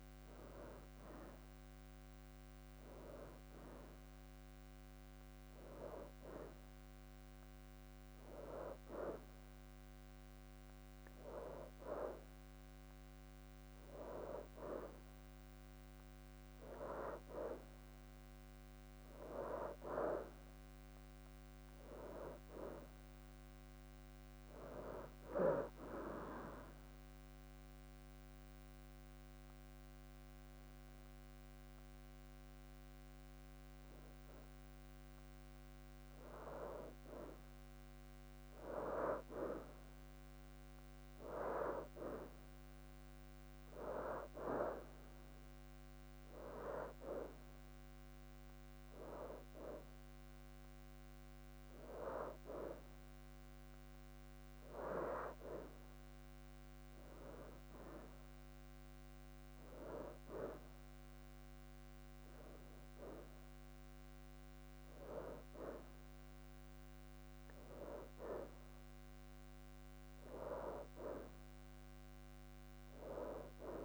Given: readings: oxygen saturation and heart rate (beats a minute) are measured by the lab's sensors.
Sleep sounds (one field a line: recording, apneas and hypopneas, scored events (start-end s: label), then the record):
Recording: breathing in sleep by a microphone on the trachea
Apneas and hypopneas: none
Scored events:
23.00-28.00 s: arousal
51.00-60.00 s: oxygen desaturation (device-marked, oxygen 90% before, 86% lowest, heart rate 44 before, 86 extreme)
From the record:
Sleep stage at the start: N2 (light sleep)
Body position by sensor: on the right side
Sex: female